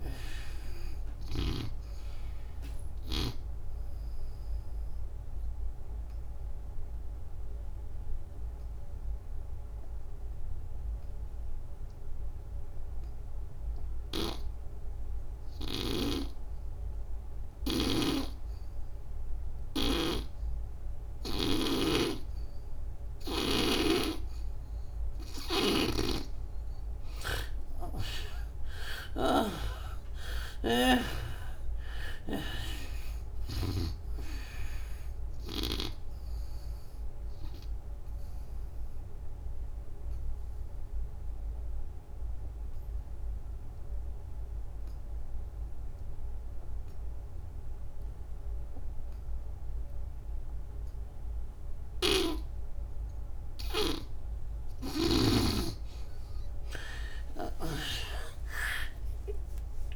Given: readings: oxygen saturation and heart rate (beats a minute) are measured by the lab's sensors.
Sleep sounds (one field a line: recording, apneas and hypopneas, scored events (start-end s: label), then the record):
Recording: breathing in sleep by a room microphone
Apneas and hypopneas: 2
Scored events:
0.00-20.50 s: oxygen desaturation (device-marked, oxygen 77% lowest, heart rate 66 extreme)
4.50-25.00 s: obstructive apnea (oxygen 97% before, 75% lowest, heart rate 76 before, 66 extreme, up 26 after)
17.50-31.00 s: snoring (device-marked)
27.00-31.00 s: arousal
30.50-46.50 s: oxygen desaturation (device-marked, oxygen 95% before, 78% lowest, heart rate 70 before, 64 extreme)
36.50-53.00 s: obstructive apnea (oxygen 95% before, 75% lowest, heart rate 78 before, 64 extreme, up 24 after)
51.50-55.00 s: snoring (device-marked)
57.00-59.96 s: arousal
From the record:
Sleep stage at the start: N2 (light sleep)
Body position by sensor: on the back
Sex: female